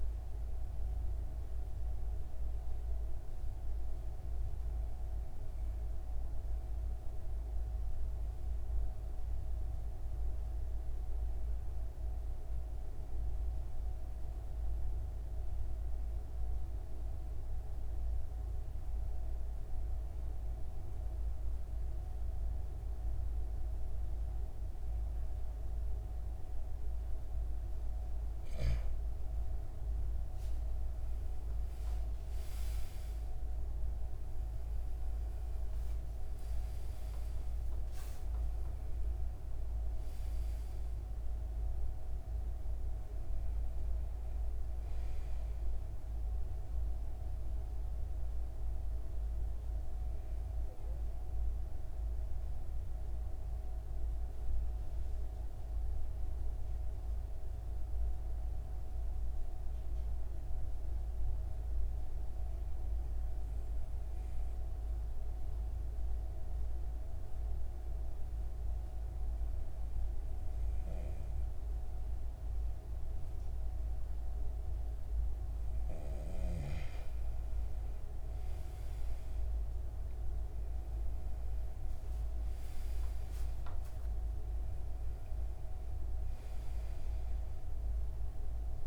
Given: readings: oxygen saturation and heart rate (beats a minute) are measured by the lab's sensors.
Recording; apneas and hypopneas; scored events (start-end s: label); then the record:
breathing in sleep, hard to hear, by a room microphone; 2
0.00-6.50 s: oxygen desaturation (device-marked, oxygen 91% lowest)
2.00-28.00 s: mixed apnea (oxygen 96% before, 92% lowest)
29.50-33.50 s: arousal
31.50-57.50 s: oxygen desaturation (device-marked, oxygen 96% before, 92% lowest)
48.50-75.00 s: obstructive apnea (oxygen 97% before, 92% lowest)
74.50-88.87 s: oxygen desaturation (device-marked, oxygen 96% before, 92% lowest)
77.50-81.50 s: arousal
From the record:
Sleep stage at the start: N2 (light sleep); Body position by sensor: on the back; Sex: male